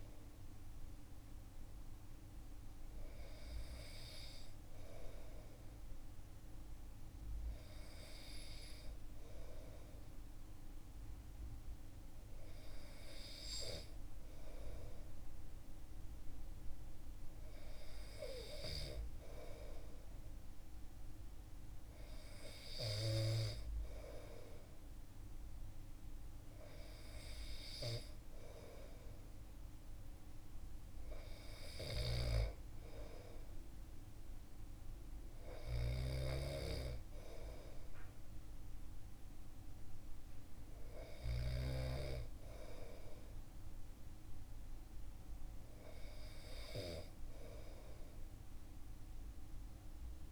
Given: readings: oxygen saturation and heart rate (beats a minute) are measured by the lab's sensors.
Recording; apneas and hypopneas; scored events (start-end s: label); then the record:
breathing in sleep by a room microphone; none
31.50-36.00 s: snoring (device-marked)
From the record:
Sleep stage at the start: N2 (light sleep); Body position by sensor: on the back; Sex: male